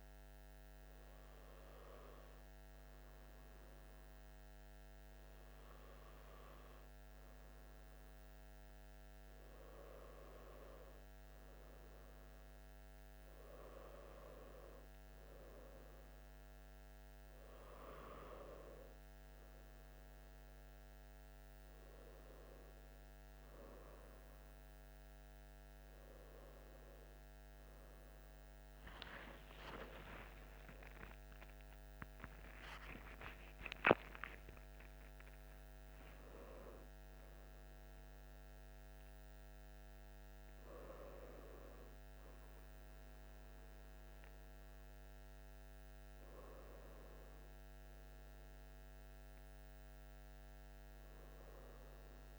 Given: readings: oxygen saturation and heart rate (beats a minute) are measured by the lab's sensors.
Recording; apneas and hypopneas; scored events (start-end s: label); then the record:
a person awake in a sleep study, by a microphone on the trachea; none
22.50-52.39 s: new sleep stage, awake
From the record:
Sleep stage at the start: N1 (lightest sleep); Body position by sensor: on the back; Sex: male